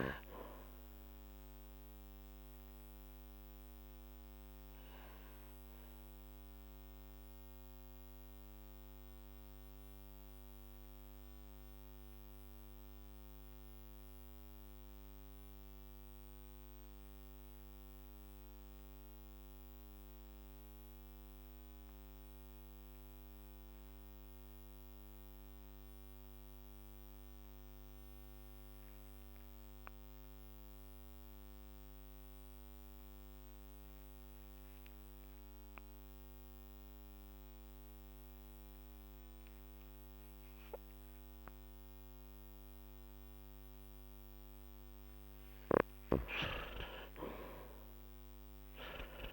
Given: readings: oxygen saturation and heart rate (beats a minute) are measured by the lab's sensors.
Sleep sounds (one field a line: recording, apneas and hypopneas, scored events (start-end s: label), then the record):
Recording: breathing in sleep by a microphone on the trachea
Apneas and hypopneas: 1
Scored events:
0.00-25.00 s: oxygen desaturation (device-marked, oxygen 92% lowest, heart rate 43 extreme)
3.50-44.00 s: mixed apnea (oxygen 98% before, 92% lowest, heart rate 52 before, 43 extreme, up 7 after)
34.00-40.00 s: oxygen desaturation (device-marked, oxygen 97% before, 93% lowest, heart rate 47 before, 45 extreme)
47.00-49.33 s: arousal
From the record:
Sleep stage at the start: N2 (light sleep)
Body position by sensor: on the back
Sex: male